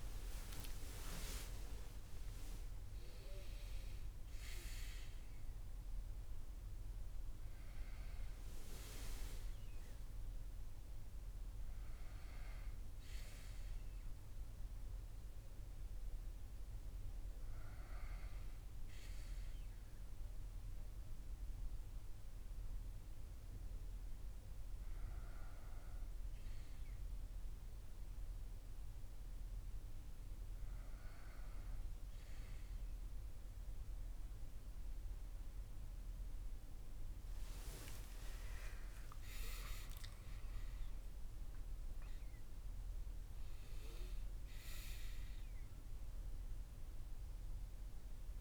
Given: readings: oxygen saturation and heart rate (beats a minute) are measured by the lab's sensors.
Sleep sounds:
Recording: breathing in sleep by a room microphone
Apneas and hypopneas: none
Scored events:
0.00-2.00 s: arousal
37.00-40.50 s: arousal
From the record:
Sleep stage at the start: N1 (lightest sleep)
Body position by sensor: on the back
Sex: male

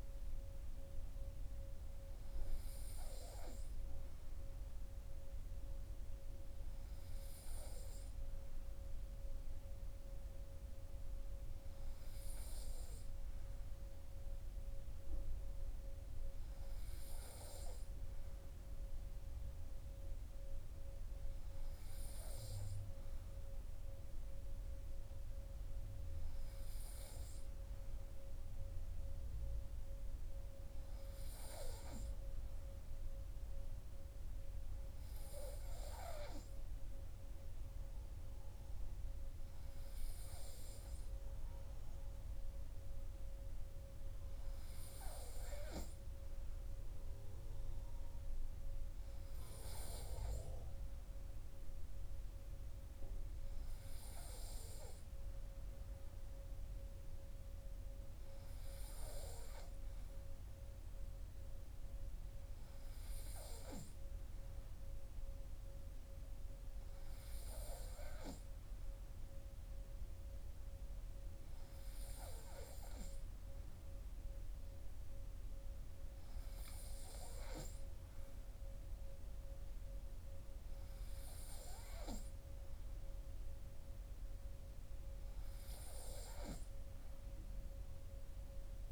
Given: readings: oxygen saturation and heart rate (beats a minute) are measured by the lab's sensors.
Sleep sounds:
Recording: breathing in sleep by a room microphone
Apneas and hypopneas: none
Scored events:
none scored
From the record:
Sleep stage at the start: N3 (deep sleep)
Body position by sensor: on the right side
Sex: male

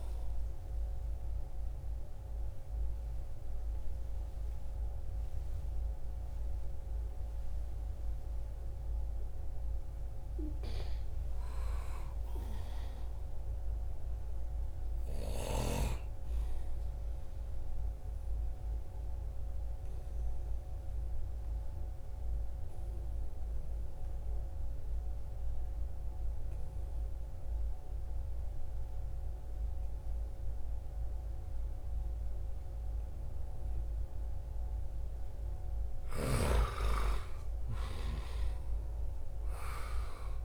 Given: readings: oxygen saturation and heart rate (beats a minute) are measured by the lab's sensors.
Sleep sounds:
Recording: breathing in sleep by a room microphone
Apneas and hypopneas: 1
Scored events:
11.00-15.50 s: arousal
18.50-34.50 s: obstructive apnea (oxygen 96% before, 89% lowest, heart rate 76 before, 69 extreme, up 4 after)
30.00-40.44 s: oxygen desaturation (device-marked, oxygen 96% before, 89% lowest, heart rate 77 before, 69 extreme)
35.50-40.44 s: snoring (device-marked)
36.00-40.44 s: arousal
From the record:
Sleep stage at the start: N2 (light sleep)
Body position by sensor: on the right side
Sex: male

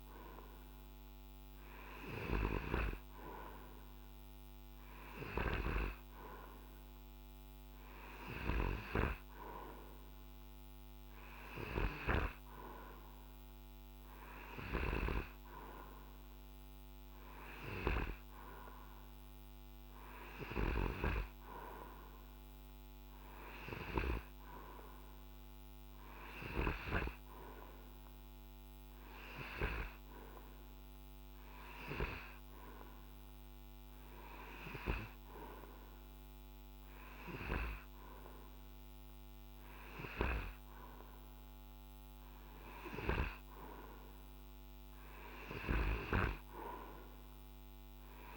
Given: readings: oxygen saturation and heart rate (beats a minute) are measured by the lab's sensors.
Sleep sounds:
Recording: breathing in sleep by a microphone on the trachea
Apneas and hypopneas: none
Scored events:
none scored
From the record:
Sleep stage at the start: N2 (light sleep)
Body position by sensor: on the right side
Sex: male

